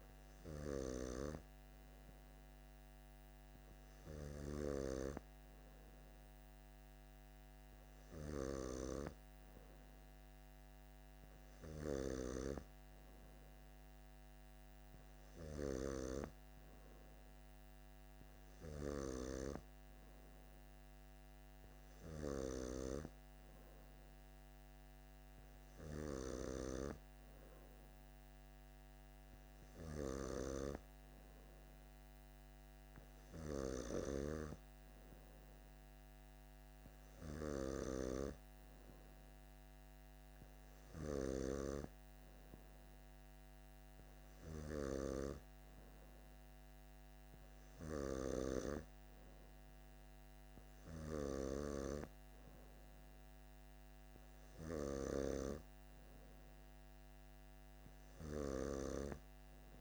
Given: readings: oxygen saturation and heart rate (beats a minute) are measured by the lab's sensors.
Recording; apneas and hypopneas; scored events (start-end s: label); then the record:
breathing in sleep by a microphone on the trachea; none
none scored
From the record:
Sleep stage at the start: N2 (light sleep); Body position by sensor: on the back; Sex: male